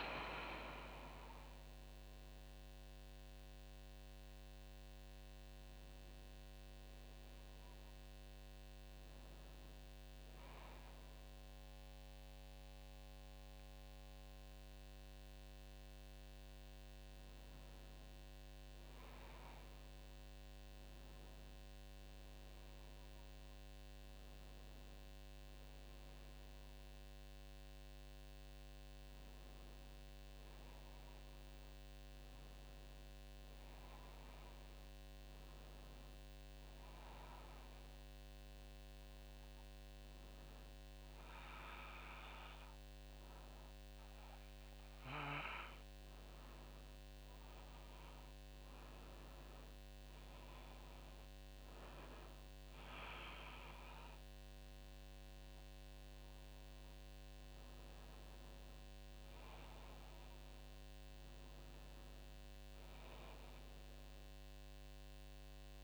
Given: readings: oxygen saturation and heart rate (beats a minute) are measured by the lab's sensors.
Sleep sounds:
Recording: breathing in sleep by a microphone on the trachea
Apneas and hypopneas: 1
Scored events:
21.00-65.84 s: new sleep stage, N2 (light sleep)
36.00-47.00 s: hypopnea (oxygen 98% before, 94% lowest, heart rate 65 before, 64 extreme, up 4 after)
49.50-54.50 s: arousal
From the record:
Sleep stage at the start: N1 (lightest sleep)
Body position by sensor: on the back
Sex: female

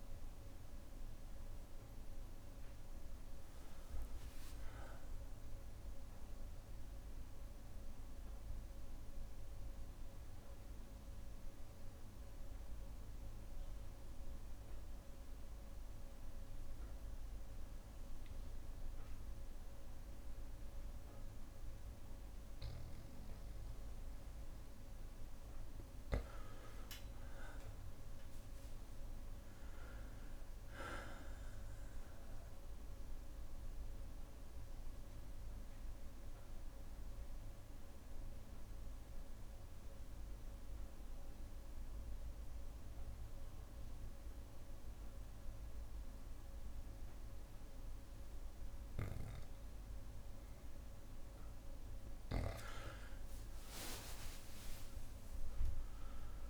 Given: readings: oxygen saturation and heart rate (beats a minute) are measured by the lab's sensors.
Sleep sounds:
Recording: breathing in sleep, hard to hear, by a room microphone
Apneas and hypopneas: 2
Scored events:
0.00-8.00 s: oxygen desaturation (device-marked, oxygen 93% lowest, heart rate 61 extreme)
3.50-6.50 s: arousal
7.50-23.00 s: obstructive apnea (oxygen 98% before, 95% lowest, heart rate 72 before, 58 extreme, up 3 after)
8.00-10.00 s: long interval between heartbeats (device-marked, heart rate 72 before, 72 extreme)
26.00-30.50 s: arousal
31.00-33.00 s: long interval between heartbeats (device-marked, heart rate 63 before, 73 extreme)
31.00-48.00 s: oxygen desaturation (device-marked, oxygen 99% before, 95% lowest, heart rate 63 before, 58 extreme)
35.50-52.00 s: obstructive apnea (oxygen 99% before, 91% lowest, heart rate 64 before, 58 extreme, up 35 after)
38.00-48.00 s: bradycardia (device-marked, heart rate 69 before, 58 extreme)
53.50-55.50 s: long interval between heartbeats (device-marked, heart rate 62 before, 75 extreme)
53.50-56.50 s: arousal
From the record:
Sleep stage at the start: N2 (light sleep)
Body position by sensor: on the back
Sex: male

